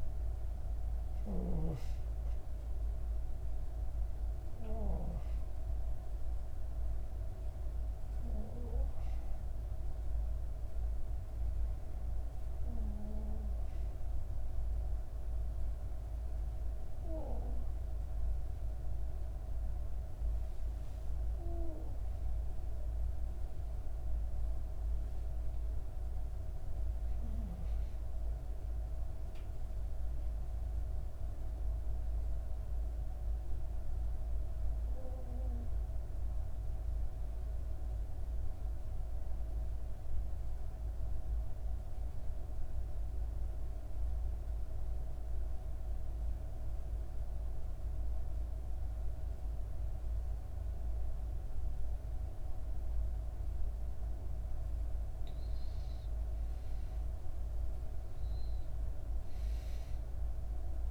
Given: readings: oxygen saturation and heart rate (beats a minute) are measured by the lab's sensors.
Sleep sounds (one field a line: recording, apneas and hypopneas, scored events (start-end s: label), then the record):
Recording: breathing in sleep by a room microphone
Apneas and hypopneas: 1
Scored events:
0.00-16.00 s: oxygen desaturation (device-marked, oxygen 93% lowest, heart rate 63 extreme)
20.00-24.50 s: arousal
35.50-53.50 s: mixed apnea (oxygen 96% before, 87% lowest, heart rate 65 before, 62 extreme, up 4 after)
44.00-60.91 s: new sleep stage, N2 (light sleep)
48.00-60.91 s: oxygen desaturation (device-marked, oxygen 95% before, 87% lowest, heart rate 65 before, 61 extreme)
56.00-60.00 s: arousal
From the record:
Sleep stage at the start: N1 (lightest sleep)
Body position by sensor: on the back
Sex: female